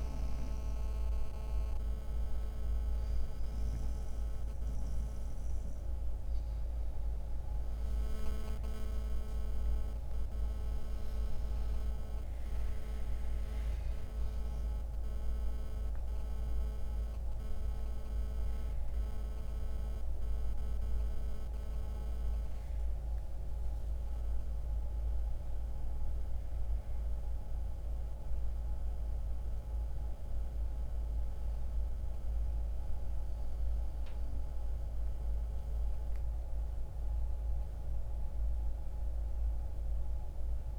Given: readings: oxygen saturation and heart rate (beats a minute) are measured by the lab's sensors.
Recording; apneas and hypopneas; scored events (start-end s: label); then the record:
breathing in sleep, hard to hear, by a room microphone; none
7.50-12.50 s: arousal
From the record:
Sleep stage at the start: N1 (lightest sleep); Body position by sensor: on the back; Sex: male